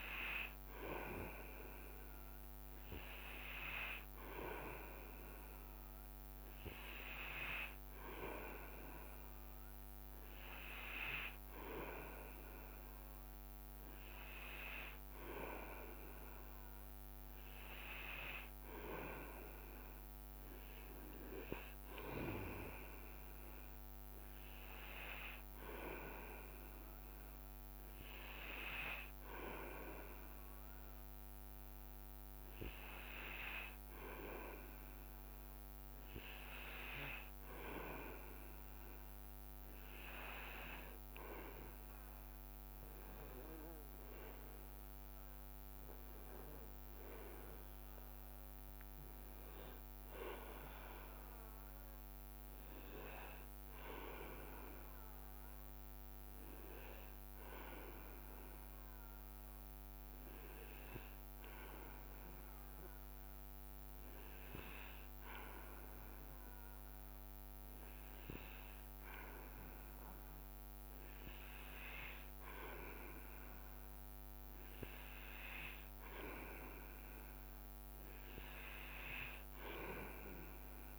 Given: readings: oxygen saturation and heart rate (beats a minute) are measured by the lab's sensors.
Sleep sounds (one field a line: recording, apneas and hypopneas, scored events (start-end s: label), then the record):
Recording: breathing in sleep by a microphone on the trachea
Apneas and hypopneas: none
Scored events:
1.50-4.50 s: leg movement (device-marked)
8.50-11.50 s: leg movement (device-marked)
16.00-19.00 s: leg movement (device-marked)
23.50-26.00 s: leg movement (device-marked)
31.00-37.50 s: leg movement (device-marked)
39.00-42.00 s: leg movement (device-marked)
48.00-51.00 s: leg movement (device-marked)
56.50-60.00 s: leg movement (device-marked)
66.00-70.50 s: leg movement (device-marked)
74.50-80.99 s: leg movement (device-marked)
From the record:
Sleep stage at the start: N2 (light sleep)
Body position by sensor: on the back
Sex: male